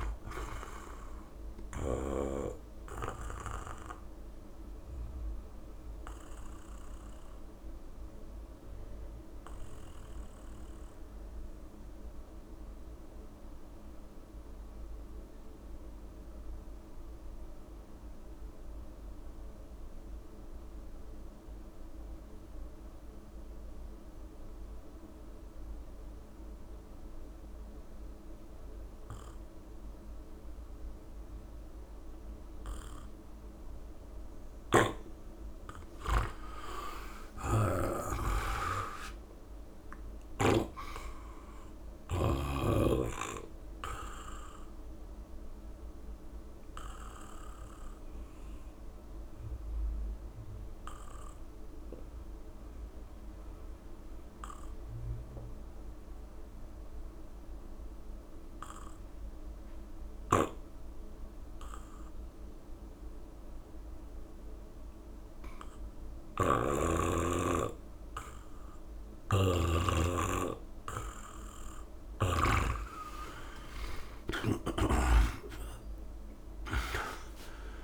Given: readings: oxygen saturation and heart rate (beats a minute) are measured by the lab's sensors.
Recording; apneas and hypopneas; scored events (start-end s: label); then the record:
breathing in sleep by a room microphone; 2
0.00-17.00 s: oxygen desaturation (device-marked, oxygen 83% lowest, heart rate 67 extreme)
4.00-34.50 s: obstructive apnea (oxygen 98% before, 83% lowest, heart rate 72 before, 67 extreme, up 6 after)
31.00-61.00 s: oxygen desaturation (device-marked, oxygen 98% before, 84% lowest, heart rate 70 before, 60 extreme)
34.50-42.50 s: snoring (device-marked)
36.50-40.00 s: arousal
45.50-70.50 s: obstructive apnea (oxygen 99% before, 84% lowest, heart rate 70 before, 60 extreme, up 2 after)
60.00-72.50 s: snoring (device-marked)
73.00-77.84 s: arousal
73.50-75.50 s: long interval between heartbeats (device-marked, heart rate 68 before, 68 extreme)
From the record:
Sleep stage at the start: N2 (light sleep); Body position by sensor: on the back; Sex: male